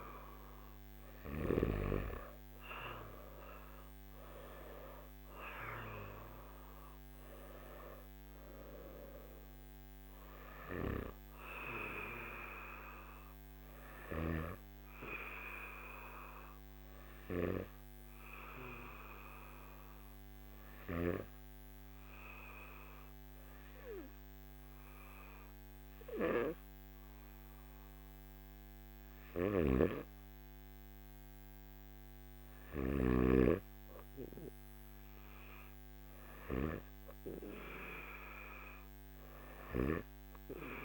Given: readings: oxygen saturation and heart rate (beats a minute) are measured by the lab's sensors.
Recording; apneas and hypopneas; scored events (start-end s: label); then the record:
breathing in sleep by a microphone on the trachea; 1
16.50-29.00 s: hypopnea (oxygen 97% before, 95% lowest, heart rate 60 before, 51 extreme, up 5 after)
29.00-33.00 s: snoring (device-marked)
From the record:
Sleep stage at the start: N3 (deep sleep); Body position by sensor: on the back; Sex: male